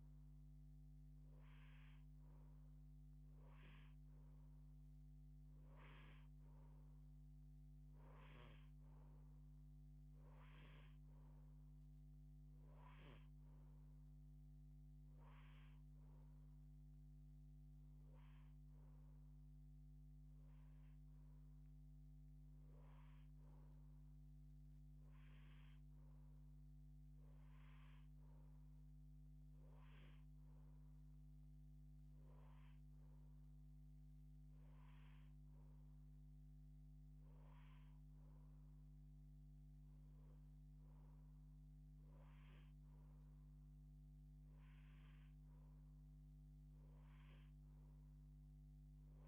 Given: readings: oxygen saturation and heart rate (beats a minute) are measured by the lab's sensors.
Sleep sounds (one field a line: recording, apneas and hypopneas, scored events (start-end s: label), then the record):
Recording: breathing in sleep, hard to hear, by a microphone on the trachea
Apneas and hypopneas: none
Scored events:
none scored
From the record:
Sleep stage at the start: N2 (light sleep)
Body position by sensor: on the left side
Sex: female